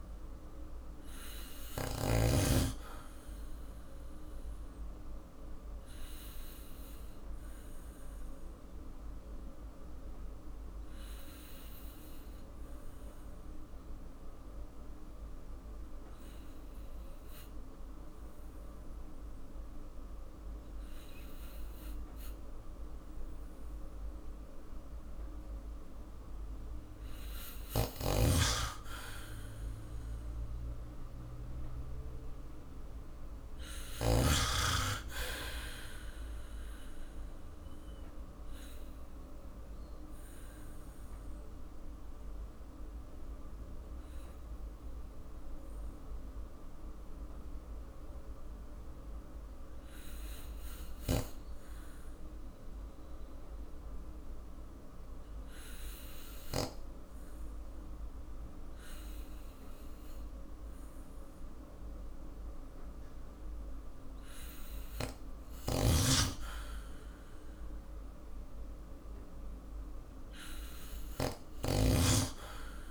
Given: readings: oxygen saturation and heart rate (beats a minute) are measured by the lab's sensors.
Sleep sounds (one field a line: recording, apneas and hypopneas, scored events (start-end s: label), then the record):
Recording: breathing in sleep by a room microphone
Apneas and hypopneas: 2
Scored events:
0.00-2.00 s: snoring (device-marked)
0.00-9.00 s: oxygen desaturation (device-marked, oxygen 93% lowest, heart rate 47 extreme)
4.00-25.00 s: obstructive apnea (oxygen 99% before, 94% lowest, heart rate 52 before, 47 extreme, up 4 after)
27.50-34.00 s: snoring (device-marked)
28.50-33.00 s: arousal
37.00-48.00 s: oxygen desaturation (device-marked, oxygen 99% before, 95% lowest, heart rate 50 before, 48 extreme)
38.50-64.00 s: obstructive apnea (oxygen 99% before, 92% lowest, heart rate 50 before, 48 extreme, up 2 after)
50.50-56.50 s: snoring (device-marked)
65.50-71.50 s: snoring (device-marked)
67.00-70.50 s: arousal
From the record:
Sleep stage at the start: N2 (light sleep)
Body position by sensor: on the back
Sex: male